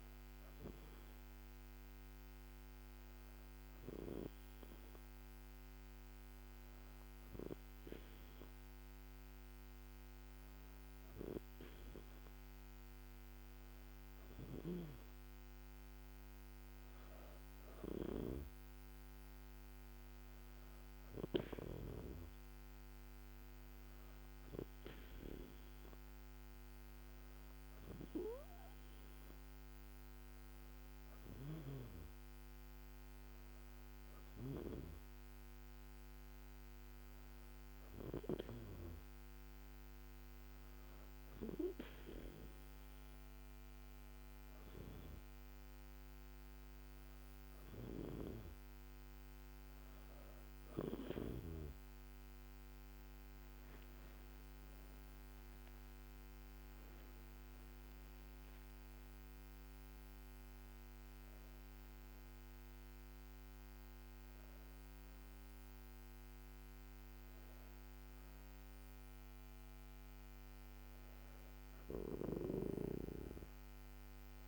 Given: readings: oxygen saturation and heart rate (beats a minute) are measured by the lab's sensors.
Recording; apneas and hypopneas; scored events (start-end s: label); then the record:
breathing in sleep by a microphone on the trachea; none
54.50-60.00 s: arousal
From the record:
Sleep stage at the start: N2 (light sleep); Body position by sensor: on the back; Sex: female